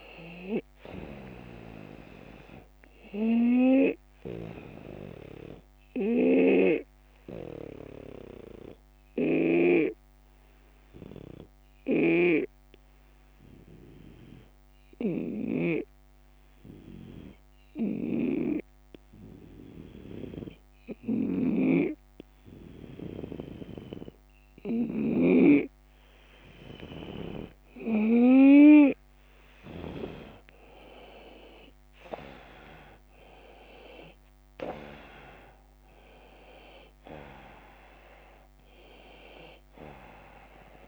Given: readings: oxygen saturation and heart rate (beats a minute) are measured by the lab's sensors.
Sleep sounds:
breathing in sleep by a microphone on the trachea; 1
0.00-1.50 s: long interval between heartbeats (device-marked)
0.00-2.50 s: oxygen desaturation (device-marked, oxygen 90% lowest)
2.50-6.00 s: arousal
6.00-9.50 s: snoring (device-marked)
7.00-26.50 s: obstructive apnea (oxygen 95% before, 89% lowest)
7.50-9.50 s: long interval between heartbeats (device-marked)
11.50-28.50 s: snoring (device-marked)
24.50-40.88 s: oxygen desaturation (device-marked, oxygen 95% before, 89% lowest)
33.00-38.00 s: arousal
From the record:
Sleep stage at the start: N2 (light sleep); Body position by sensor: on the right side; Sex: male

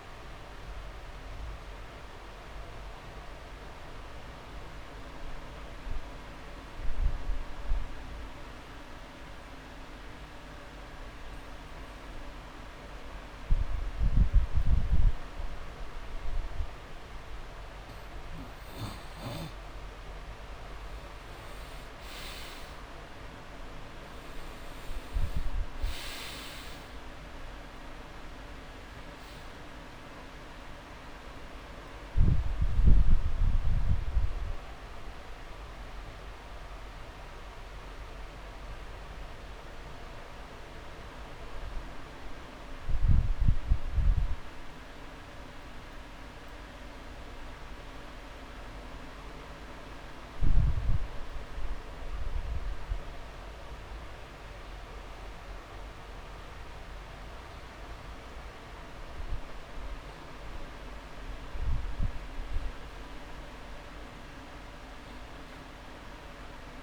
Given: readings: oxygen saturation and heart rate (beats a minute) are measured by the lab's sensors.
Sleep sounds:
breathing in sleep, hard to hear, by a room microphone; 2
1.00-19.00 s: obstructive apnea (oxygen 99% before, 87% lowest)
13.00-15.00 s: long interval between heartbeats (device-marked)
21.00-24.50 s: arousal
22.50-40.50 s: oxygen desaturation (device-marked, oxygen 97% before, 92% lowest)
36.00-49.00 s: hypopnea (oxygen 97% before, 87% lowest)
45.50-62.50 s: oxygen desaturation (device-marked, oxygen 93% before, 87% lowest)
52.00-56.00 s: arousal
From the record:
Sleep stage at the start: N2 (light sleep); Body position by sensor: on the back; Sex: male

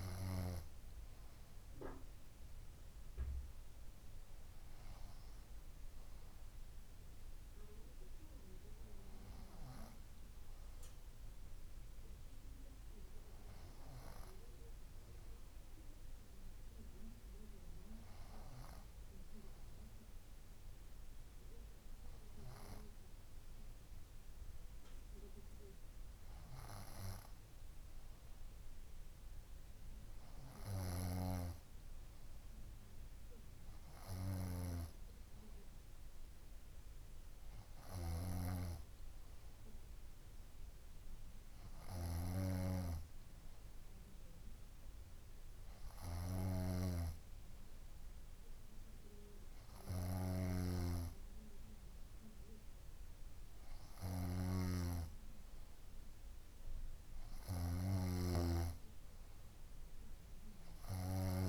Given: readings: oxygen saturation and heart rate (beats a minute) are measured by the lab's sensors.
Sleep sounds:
breathing in sleep by a room microphone; none
0.00-3.00 s: bradycardia (device-marked, heart rate 58 extreme)
9.00-17.00 s: bradycardia (device-marked, heart rate 62 before, 57 extreme)
34.00-37.00 s: bradycardia (device-marked, heart rate 62 before, 61 extreme)
38.00-40.00 s: bradycardia (device-marked, heart rate 62 before, 59 extreme)
46.50-61.49 s: snoring (device-marked)
From the record:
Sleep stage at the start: N2 (light sleep); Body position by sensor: on the front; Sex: female

